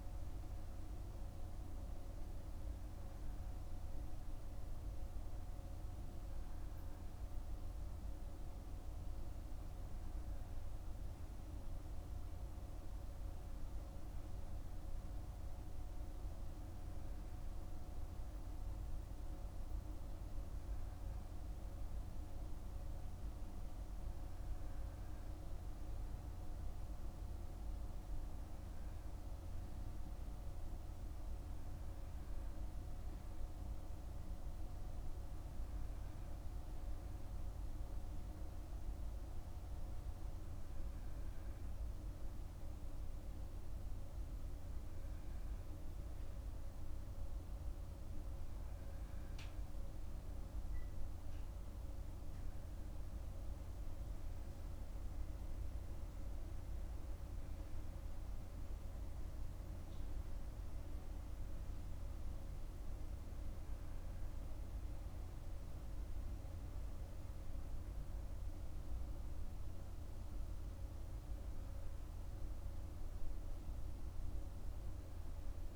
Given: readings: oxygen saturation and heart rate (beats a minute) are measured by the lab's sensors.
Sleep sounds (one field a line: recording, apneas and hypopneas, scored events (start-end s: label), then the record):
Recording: breathing in sleep, hard to hear, by a room microphone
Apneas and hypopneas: none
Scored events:
none scored
From the record:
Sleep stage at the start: N2 (light sleep)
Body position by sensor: on the back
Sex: male